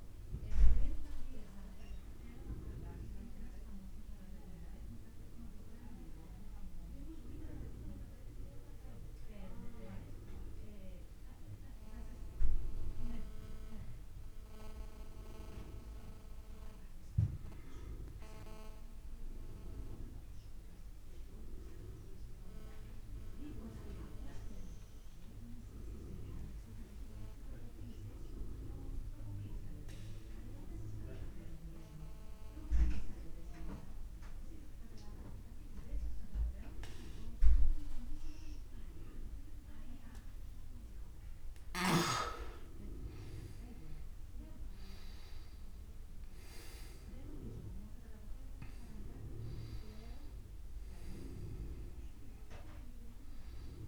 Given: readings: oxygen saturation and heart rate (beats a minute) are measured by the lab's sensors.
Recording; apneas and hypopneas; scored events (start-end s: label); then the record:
breathing in sleep by a room microphone; 1
0.00-12.00 s: oxygen desaturation (device-marked, oxygen 89% lowest)
12.00-15.50 s: arousal
17.50-41.00 s: obstructive apnea (oxygen 99% before, 91% lowest, heart rate 46 before, 36 extreme, up 0 after)
42.00-53.87 s: oxygen desaturation (device-marked, oxygen 98% before, 91% lowest)
43.50-47.50 s: arousal
From the record:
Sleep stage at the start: N2 (light sleep); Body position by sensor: on the back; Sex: male